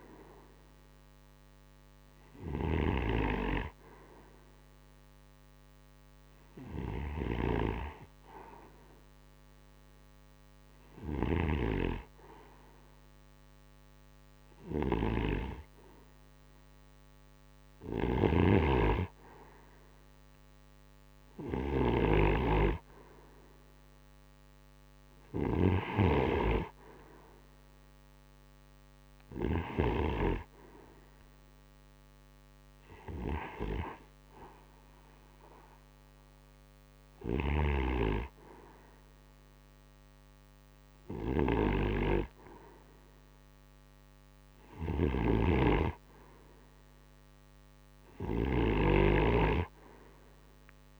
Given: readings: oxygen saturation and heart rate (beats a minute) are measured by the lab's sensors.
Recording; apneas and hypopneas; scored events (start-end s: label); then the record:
breathing in sleep by a microphone on the trachea; 2
0.00-20.00 s: oxygen desaturation (device-marked, oxygen 88% lowest, heart rate 30 extreme)
5.50-17.00 s: hypopnea (oxygen 95% before, 87% lowest, heart rate 50 before, 30 extreme, up 30 after)
10.00-25.50 s: snoring (device-marked)
21.00-25.00 s: arousal
31.00-44.50 s: hypopnea (oxygen 90% before, 87% lowest, heart rate 47 before, 38 extreme, up 32 after)
44.00-51.00 s: snoring (device-marked)
49.50-51.00 s: arousal
From the record:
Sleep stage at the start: N2 (light sleep); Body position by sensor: on the right side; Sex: male